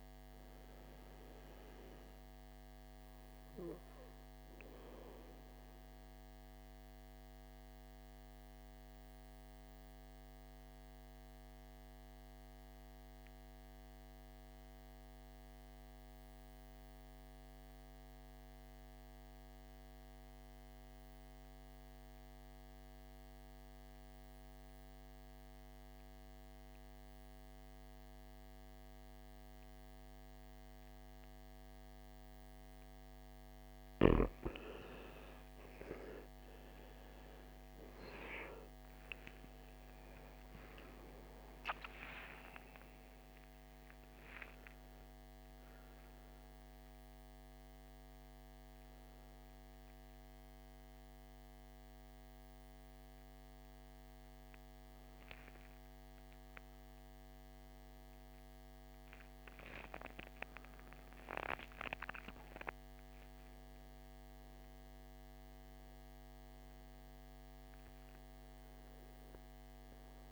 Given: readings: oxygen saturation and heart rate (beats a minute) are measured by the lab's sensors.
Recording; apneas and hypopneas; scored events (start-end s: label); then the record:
breathing in sleep by a microphone on the trachea; 1
0.00-19.50 s: oxygen desaturation (device-marked, oxygen 87% lowest, heart rate 54 extreme)
6.50-33.50 s: mixed apnea (oxygen 98% before, 81% lowest, heart rate 60 before, 54 extreme, up 17 after)
32.50-60.50 s: oxygen desaturation (device-marked, oxygen 97% before, 81% lowest, heart rate 59 before, 52 extreme)
37.00-41.50 s: arousal
From the record:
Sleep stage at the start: N2 (light sleep); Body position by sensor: on the back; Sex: male